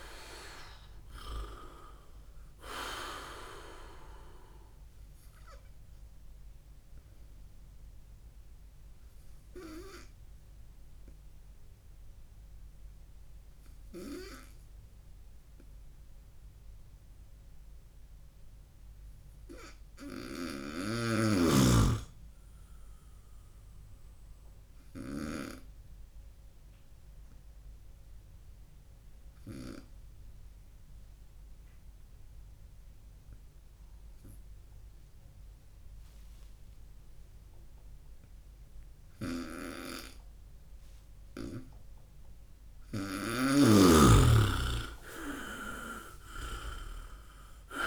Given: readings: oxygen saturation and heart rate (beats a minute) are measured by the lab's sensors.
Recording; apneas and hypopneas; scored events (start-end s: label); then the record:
breathing in sleep by a room microphone; 1
0.00-1.50 s: snoring (device-marked)
0.00-2.00 s: arousal
0.00-3.00 s: oxygen desaturation (device-marked, oxygen 93% lowest, heart rate 65 extreme)
6.00-42.00 s: obstructive apnea (oxygen 98% before, 94% lowest, heart rate 73 before, 59 extreme, up 15 after)
20.50-25.50 s: snoring (device-marked)
39.00-47.87 s: snoring (device-marked)
44.50-47.87 s: arousal
From the record:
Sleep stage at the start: N2 (light sleep); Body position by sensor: on the right side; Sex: male